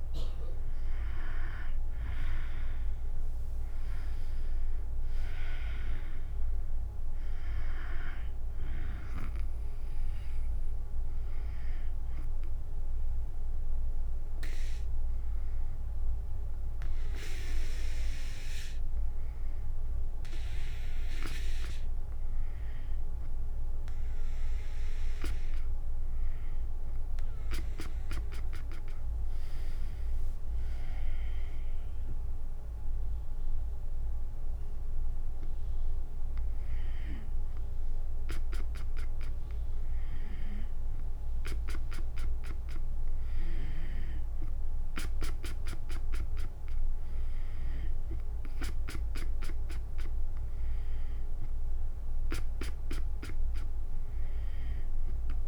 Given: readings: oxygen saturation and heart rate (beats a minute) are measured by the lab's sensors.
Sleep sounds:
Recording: breathing in sleep by a room microphone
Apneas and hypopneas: none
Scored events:
0.00-21.00 s: oxygen desaturation (device-marked, oxygen 96% before, 93% lowest, heart rate 69 before, 62 extreme)
1.50-6.00 s: arousal
From the record:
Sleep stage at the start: N2 (light sleep)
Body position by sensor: on the back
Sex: female

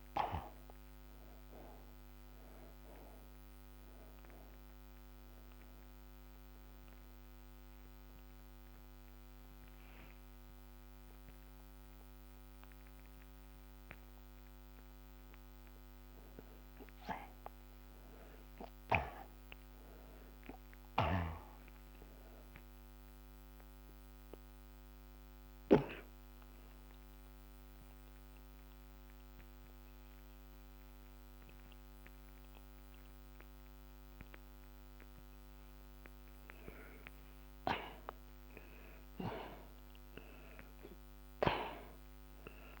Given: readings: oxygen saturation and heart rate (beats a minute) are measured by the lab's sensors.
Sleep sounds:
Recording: breathing in sleep by a microphone on the trachea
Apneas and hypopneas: 2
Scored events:
0.00-2.50 s: arousal
0.00-5.00 s: oxygen desaturation (device-marked, oxygen 83% lowest, heart rate 53 extreme)
7.00-17.50 s: obstructive apnea (oxygen 97% before, 81% lowest, heart rate 69 before, 47 extreme, up 10 after)
16.00-24.00 s: oxygen desaturation (device-marked, oxygen 92% before, 83% lowest, heart rate 61 before, 47 extreme)
17.50-21.00 s: arousal
24.50-36.00 s: obstructive apnea (oxygen 92% before, 80% lowest, heart rate 59 before, 47 extreme, up 19 after)
35.00-41.00 s: oxygen desaturation (device-marked, oxygen 91% before, 81% lowest, heart rate 59 before, 50 extreme)
38.50-42.00 s: arousal
From the record:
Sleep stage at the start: N2 (light sleep)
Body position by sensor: on the back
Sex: male

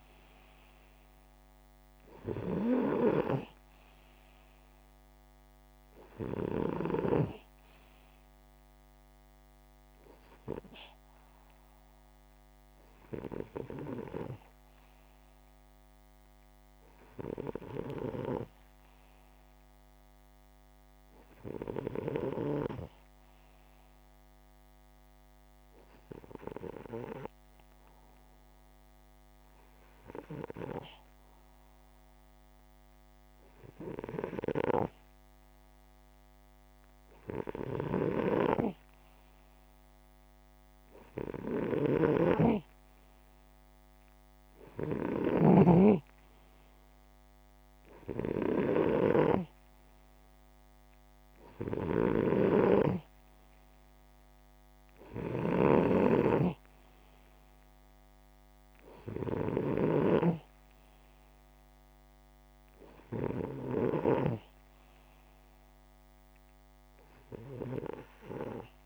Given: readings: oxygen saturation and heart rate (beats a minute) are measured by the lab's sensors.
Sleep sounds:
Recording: breathing in sleep by a microphone on the trachea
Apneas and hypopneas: 1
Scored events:
24.50-35.50 s: hypopnea (oxygen 96% before, 93% lowest, heart rate 91 before, 37 extreme, up 56 after)
37.00-45.00 s: snoring (device-marked)
39.00-43.00 s: arousal
51.00-63.50 s: snoring (device-marked)
From the record:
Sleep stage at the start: N2 (light sleep)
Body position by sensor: upright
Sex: male

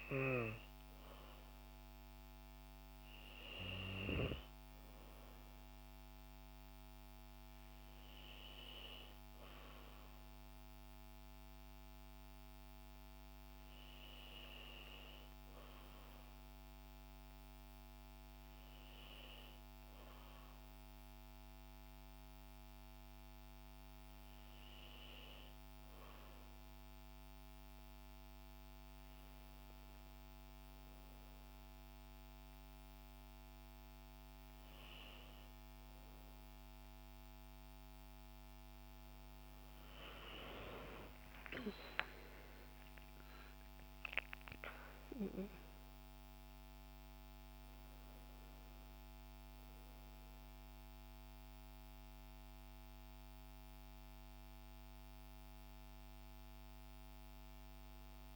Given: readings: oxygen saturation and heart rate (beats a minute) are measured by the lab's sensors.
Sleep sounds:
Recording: breathing in sleep by a microphone on the trachea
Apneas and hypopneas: none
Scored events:
40.50-45.00 s: arousal
From the record:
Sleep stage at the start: N2 (light sleep)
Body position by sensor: on the back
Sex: female

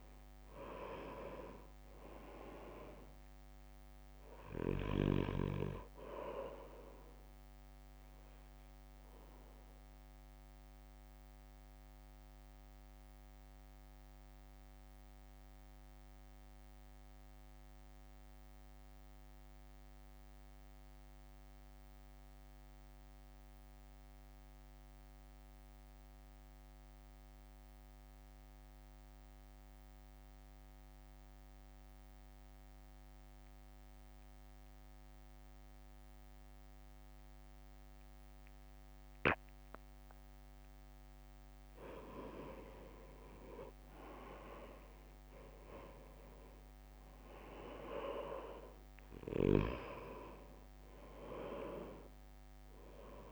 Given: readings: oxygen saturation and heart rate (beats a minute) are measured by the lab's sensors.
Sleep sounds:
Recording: breathing in sleep by a microphone on the trachea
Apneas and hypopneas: 1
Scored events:
0.00-10.00 s: drop in pulse transit time (device-marked, heart rate 49 extreme)
0.00-10.00 s: oxygen desaturation (device-marked, oxygen 92% lowest, heart rate 49 extreme)
7.50-39.50 s: mixed apnea (oxygen 97% before, 89% lowest, heart rate 58 before, 52 extreme, up 5 after)
19.00-29.00 s: oxygen desaturation (device-marked, oxygen 93% before, 90% lowest, heart rate 54 before, 52 extreme)
40.00-53.32 s: oxygen desaturation (device-marked, oxygen 98% before, 92% lowest, heart rate 60 before, 52 extreme)
44.00-53.32 s: drop in pulse transit time (device-marked, heart rate 60 before, 52 extreme)
46.50-49.00 s: arousal
From the record:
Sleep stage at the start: N2 (light sleep)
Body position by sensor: on the right side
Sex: male

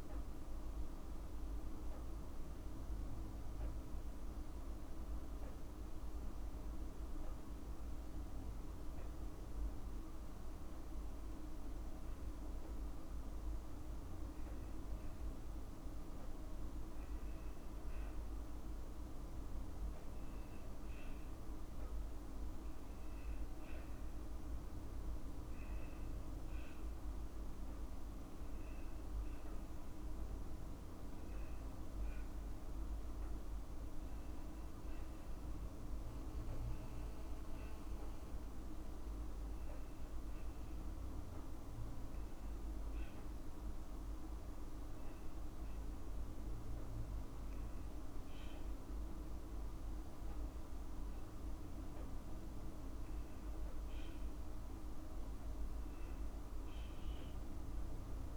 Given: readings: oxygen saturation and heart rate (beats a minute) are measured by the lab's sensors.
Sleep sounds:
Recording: breathing in sleep, hard to hear, by a room microphone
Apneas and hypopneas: none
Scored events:
none scored
From the record:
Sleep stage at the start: N2 (light sleep)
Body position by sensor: on the back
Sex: female

